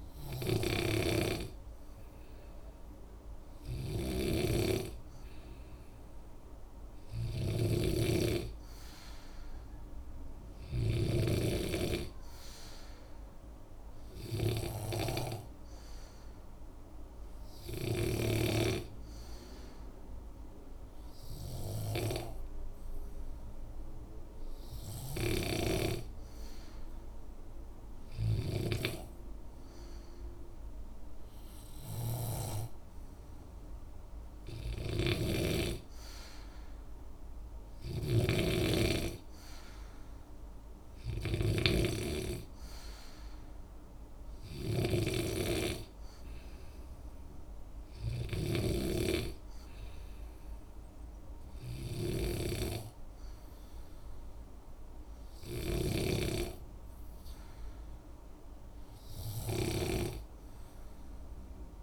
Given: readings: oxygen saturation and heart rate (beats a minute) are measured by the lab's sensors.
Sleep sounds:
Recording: breathing in sleep by a room microphone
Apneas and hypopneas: 1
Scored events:
0.00-11.00 s: snoring (device-marked)
12.50-29.00 s: obstructive apnea (oxygen 94% before, 93% lowest, heart rate 65 before, 62 extreme, up 4 after)
33.00-36.50 s: arousal
34.50-48.50 s: snoring (device-marked)
55.50-61.83 s: snoring (device-marked)
From the record:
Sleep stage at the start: N2 (light sleep)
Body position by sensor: on the back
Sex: male

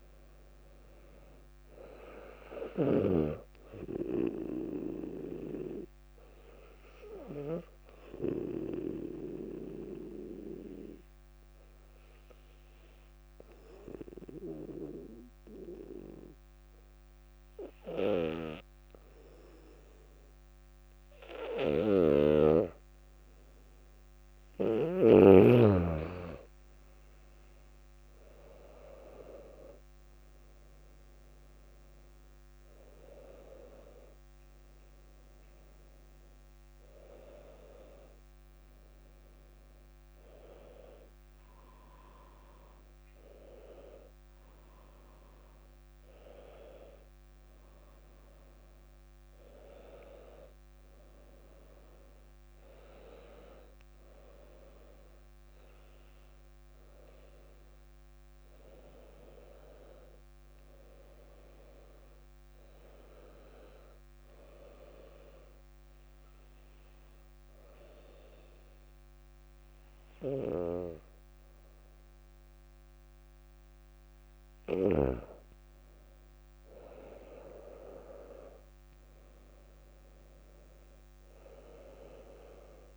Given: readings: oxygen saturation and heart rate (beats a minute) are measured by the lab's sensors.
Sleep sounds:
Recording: breathing in sleep by a microphone on the trachea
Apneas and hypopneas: 2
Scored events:
1.50-16.50 s: oxygen desaturation (device-marked, oxygen 99% before, 95% lowest, heart rate 57 before, 58 extreme)
7.50-23.50 s: obstructive apnea (oxygen 100% before, 95% lowest, heart rate 58 before, 59 extreme, up 4 after)
25.50-82.97 s: new sleep stage, N1 (lightest sleep)
29.50-35.50 s: arousal
65.50-75.50 s: obstructive apnea (oxygen 100% before, 95% lowest, heart rate 62 before, 56 extreme, up 2 after)
77.50-82.50 s: arousal
From the record:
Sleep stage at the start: N2 (light sleep)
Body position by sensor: on the back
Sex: female

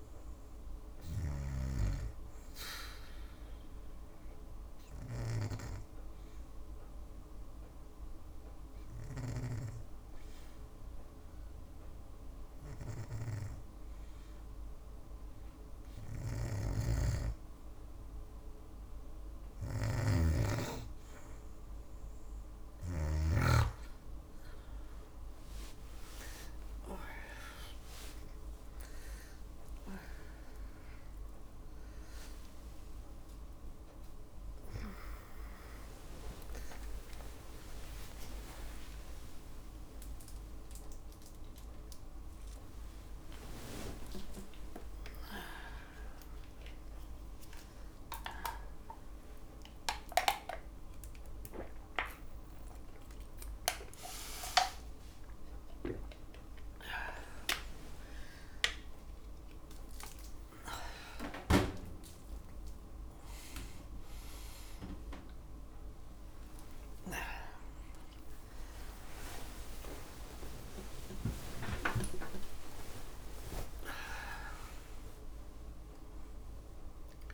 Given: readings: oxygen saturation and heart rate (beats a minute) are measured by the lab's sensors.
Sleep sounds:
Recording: a person awake in a sleep study, by a room microphone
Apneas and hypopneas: 1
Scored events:
2.00-15.50 s: obstructive apnea (oxygen 97% before, 92% lowest, heart rate 70 before, 60 extreme, up 10 after)
12.50-72.50 s: new sleep stage, awake
23.50-46.50 s: tachycardia (device-marked, heart rate 71 before, 147 extreme)
29.50-40.50 s: oxygen desaturation (device-marked, oxygen 96% before, 92% lowest, heart rate 76 before, 77 extreme)
58.50-74.50 s: tachycardia (device-marked, heart rate 74 before, 165 extreme)
72.50-77.34 s: new sleep stage, N1 (lightest sleep)
From the record:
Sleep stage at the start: N2 (light sleep)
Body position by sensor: on the back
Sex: female

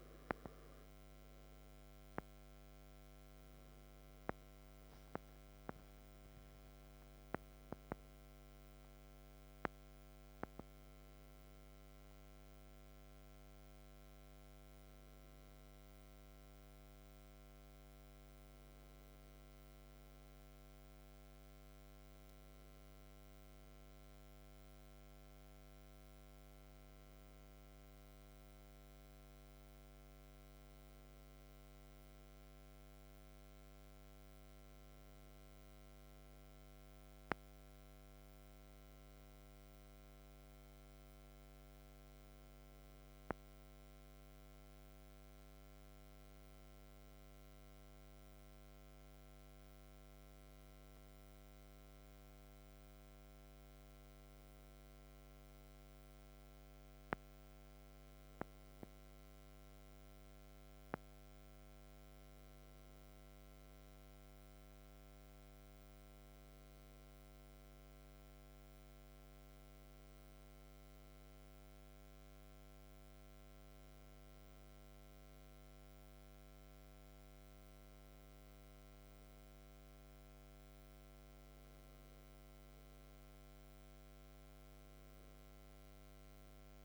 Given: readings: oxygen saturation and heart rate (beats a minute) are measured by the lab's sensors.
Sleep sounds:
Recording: breathing in sleep, hard to hear, by a microphone on the trachea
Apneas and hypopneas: none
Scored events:
25.00-86.85 s: new sleep stage, N2 (light sleep)
From the record:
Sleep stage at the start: REM sleep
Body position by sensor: on the back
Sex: male

